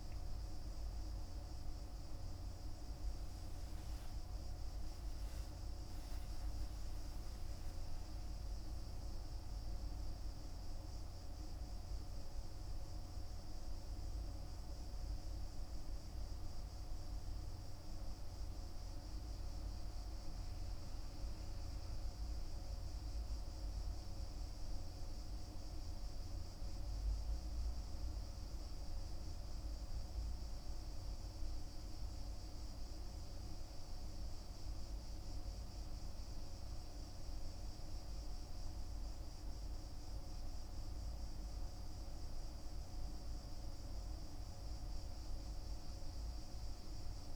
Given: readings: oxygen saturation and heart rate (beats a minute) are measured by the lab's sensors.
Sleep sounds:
breathing in sleep, hard to hear, by a room microphone; none
4.50-9.00 s: arousal
From the record:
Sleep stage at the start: N2 (light sleep); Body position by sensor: on the back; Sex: male

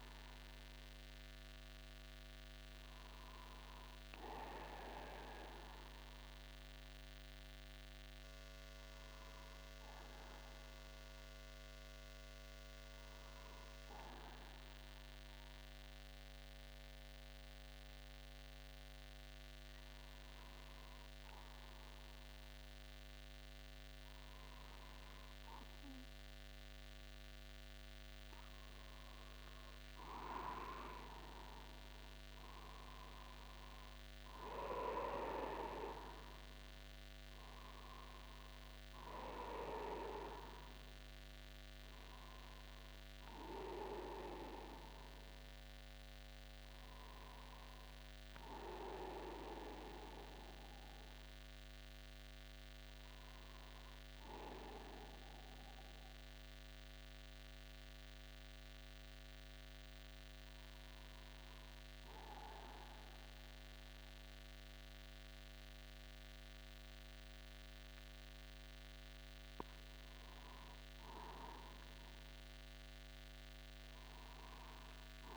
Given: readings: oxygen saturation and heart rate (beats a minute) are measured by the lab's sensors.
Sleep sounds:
breathing in sleep by a microphone on the trachea; 1
0.00-1.50 s: arousal
15.00-27.50 s: mixed apnea (oxygen 97% before, 94% lowest, heart rate 51 before, 51 extreme, up 0 after)
30.50-34.50 s: arousal
From the record:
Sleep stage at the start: N1 (lightest sleep); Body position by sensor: upright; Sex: male

